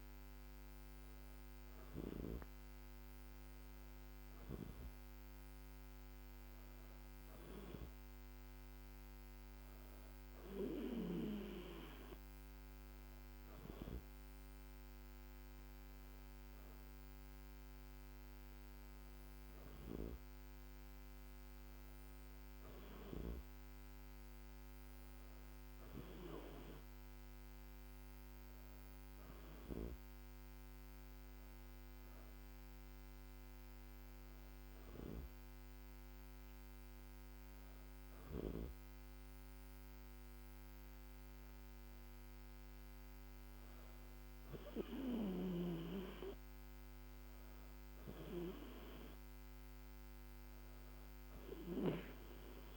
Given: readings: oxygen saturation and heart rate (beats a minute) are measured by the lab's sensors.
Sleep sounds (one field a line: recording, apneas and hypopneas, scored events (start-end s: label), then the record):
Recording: breathing in sleep by a microphone on the trachea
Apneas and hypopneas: none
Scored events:
none scored
From the record:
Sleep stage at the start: N2 (light sleep)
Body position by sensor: on the back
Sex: female